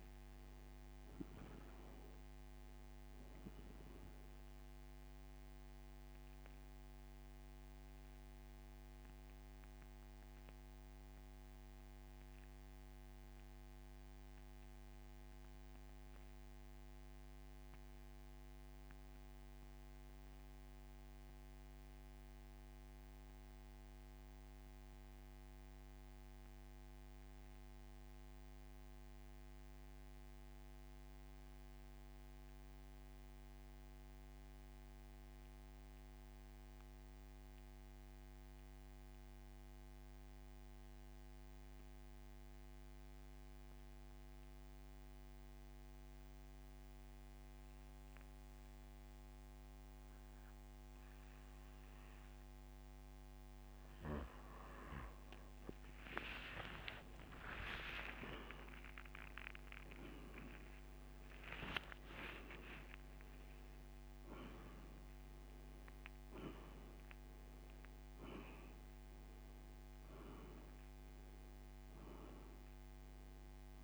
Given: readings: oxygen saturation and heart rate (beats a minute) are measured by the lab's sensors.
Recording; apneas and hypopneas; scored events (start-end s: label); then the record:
breathing in sleep by a microphone on the trachea; 1
0.00-23.00 s: oxygen desaturation (device-marked, oxygen 89% lowest, heart rate 51 extreme)
8.00-51.50 s: mixed apnea (oxygen 97% before, 81% lowest, heart rate 72 before, 65 extreme, up 9 after)
25.00-42.00 s: oxygen desaturation (device-marked, oxygen 90% before, 81% lowest, heart rate 79 before, 68 extreme)
57.00-61.50 s: arousal
From the record:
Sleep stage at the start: N2 (light sleep); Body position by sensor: on the back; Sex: male